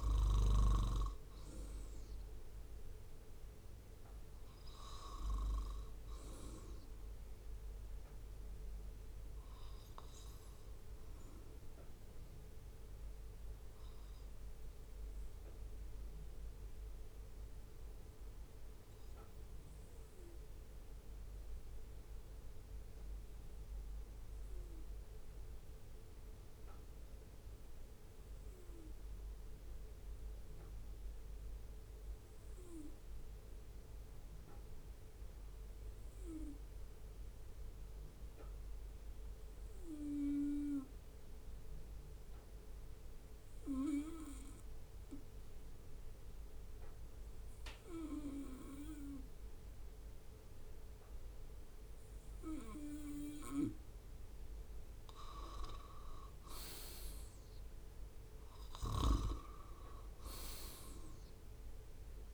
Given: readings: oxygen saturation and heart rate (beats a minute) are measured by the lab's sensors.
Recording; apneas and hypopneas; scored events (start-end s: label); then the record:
breathing in sleep by a room microphone; 1
15.50-53.50 s: obstructive apnea (oxygen 95% before, 93% lowest, heart rate 62 before, 64 extreme, up 5 after)
56.50-61.50 s: arousal
From the record:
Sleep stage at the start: N2 (light sleep); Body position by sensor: on the right side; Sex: male